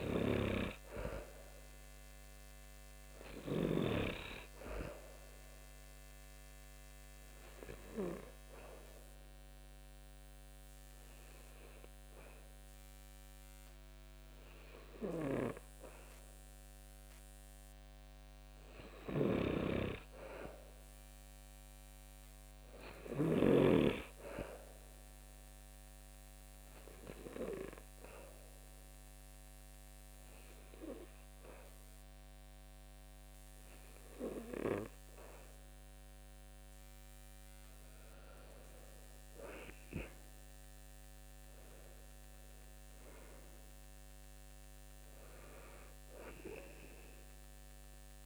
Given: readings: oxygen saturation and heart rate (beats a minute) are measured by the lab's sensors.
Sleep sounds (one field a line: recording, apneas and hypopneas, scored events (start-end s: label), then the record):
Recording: breathing in sleep by a microphone on the trachea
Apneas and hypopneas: 2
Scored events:
0.00-1.00 s: arousal
0.00-3.50 s: oxygen desaturation (device-marked, oxygen 90% lowest, heart rate 69 extreme)
0.00-3.50 s: snoring (device-marked)
5.50-18.00 s: obstructive apnea (oxygen 95% before, 91% lowest, heart rate 71 before, 70 extreme, up 3 after)
14.50-23.00 s: snoring (device-marked)
20.00-23.00 s: arousal
25.00-37.00 s: obstructive apnea (oxygen 95% before, 92% lowest, heart rate 73 before, 70 extreme, up 5 after)
40.00-43.50 s: arousal
From the record:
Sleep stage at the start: N2 (light sleep)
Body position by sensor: on the back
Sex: male